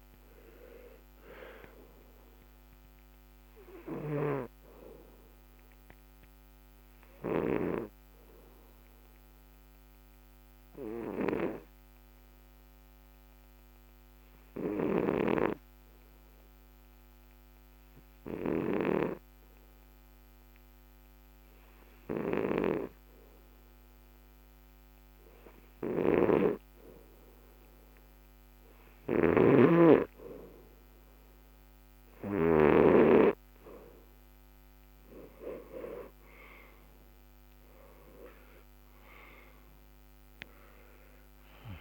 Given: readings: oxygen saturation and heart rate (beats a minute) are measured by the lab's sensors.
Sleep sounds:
breathing in sleep by a microphone on the trachea; 1
0.00-9.50 s: oxygen desaturation (device-marked, oxygen 86% lowest, heart rate 67 extreme)
3.00-28.50 s: obstructive apnea (oxygen 97% before, 86% lowest, heart rate 75 before, 67 extreme, up 4 after)
29.00-33.00 s: snoring (device-marked)
29.50-41.81 s: oxygen desaturation (device-marked, oxygen 99% before, 89% lowest, heart rate 71 before, 69 extreme)
32.00-35.50 s: arousal
From the record:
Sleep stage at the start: N2 (light sleep); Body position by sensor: on the back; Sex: male

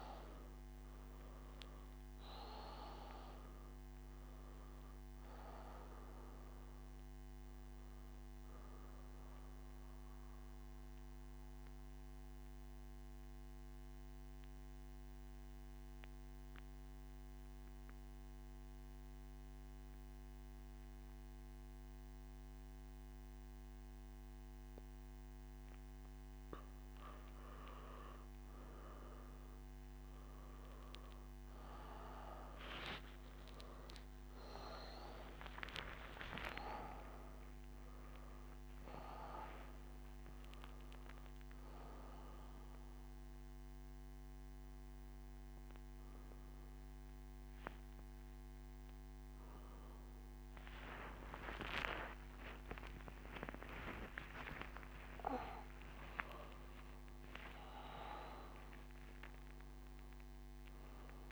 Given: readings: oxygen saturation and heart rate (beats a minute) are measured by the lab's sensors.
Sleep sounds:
breathing in sleep by a microphone on the trachea; none
0.00-19.00 s: oxygen desaturation (device-marked, oxygen 92% lowest, heart rate 69 extreme)
33.00-56.00 s: oxygen desaturation (device-marked, oxygen 97% before, 92% lowest, heart rate 117 before, 65 extreme)
From the record:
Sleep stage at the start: N1 (lightest sleep); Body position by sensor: on the back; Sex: male

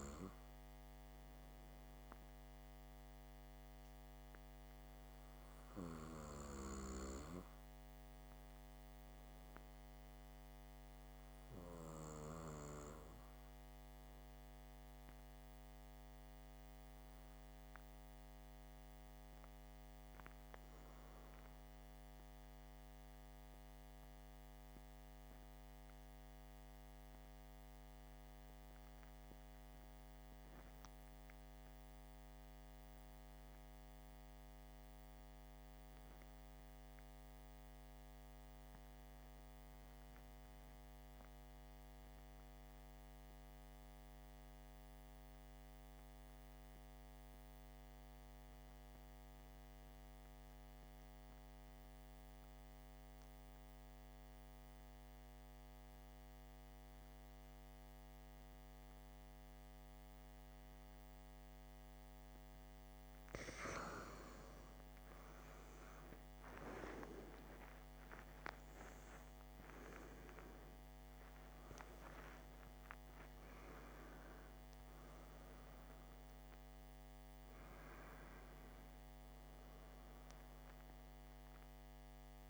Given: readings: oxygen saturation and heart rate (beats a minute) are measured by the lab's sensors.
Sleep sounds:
breathing in sleep by a microphone on the trachea; 1
19.50-61.50 s: obstructive apnea (oxygen 96% before, 79% lowest, heart rate 57 before, 46 extreme, up 25 after)
33.00-63.00 s: new sleep stage, REM sleep
63.00-82.50 s: new sleep stage, N2 (light sleep)
64.00-68.50 s: arousal
68.00-82.50 s: oxygen desaturation (device-marked, oxygen 94% before, 79% lowest, heart rate 53 before, 57 extreme)
From the record:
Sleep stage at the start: N2 (light sleep); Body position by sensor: on the back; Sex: male

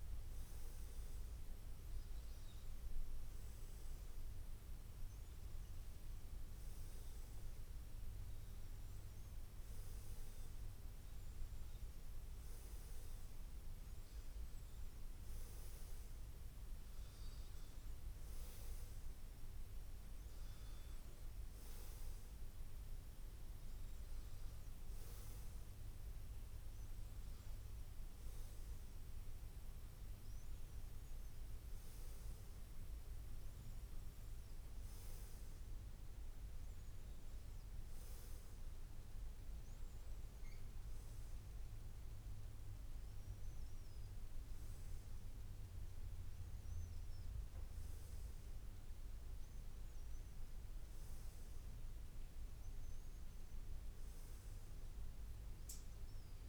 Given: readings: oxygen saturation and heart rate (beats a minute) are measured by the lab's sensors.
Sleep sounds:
breathing in sleep, hard to hear, by a room microphone; none
11.00-56.49 s: new sleep stage, N2 (light sleep)
From the record:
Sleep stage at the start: N1 (lightest sleep); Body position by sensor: on the back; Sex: male

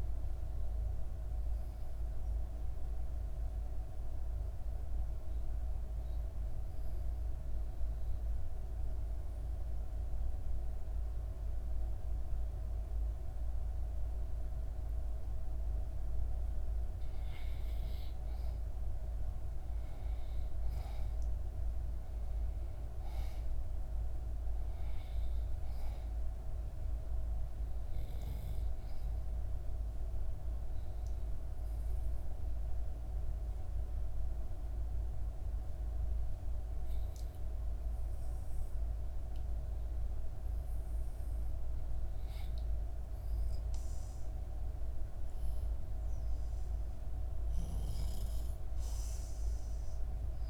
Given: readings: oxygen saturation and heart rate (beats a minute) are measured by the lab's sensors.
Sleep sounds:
breathing in sleep, hard to hear, by a room microphone; 2
0.00-3.50 s: oxygen desaturation (device-marked, oxygen 89% lowest, heart rate 63 extreme)
0.50-15.50 s: obstructive apnea (oxygen 95% before, 83% lowest, heart rate 65 before, 67 extreme, up 3 after)
13.50-39.50 s: oxygen desaturation (device-marked, oxygen 92% before, 83% lowest, heart rate 66 before, 69 extreme)
17.50-22.50 s: arousal
29.00-39.50 s: obstructive apnea (oxygen 92% before, 83% lowest, heart rate 69 before, 70 extreme, up 2 after)
42.00-46.50 s: arousal
49.50-50.50 s: oxygen desaturation (device-marked, oxygen 95% before, 89% lowest, heart rate 71 before, 70 extreme)
From the record:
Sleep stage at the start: REM sleep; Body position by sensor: on the back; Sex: female

